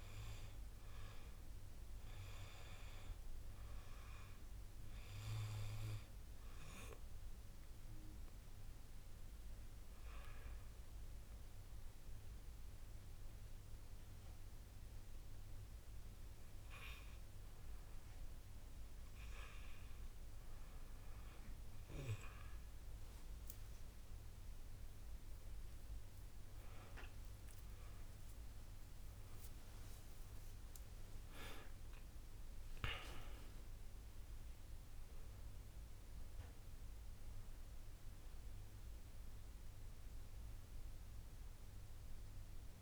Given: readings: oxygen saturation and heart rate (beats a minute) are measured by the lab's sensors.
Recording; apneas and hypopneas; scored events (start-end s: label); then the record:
breathing in sleep by a room microphone; 1
0.50-12.50 s: hypopnea (oxygen 95% before, 92% lowest, heart rate 59 before, 57 extreme, up 2 after)
15.00-18.50 s: arousal
29.00-33.00 s: arousal
From the record:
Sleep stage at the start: N2 (light sleep); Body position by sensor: on the back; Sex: male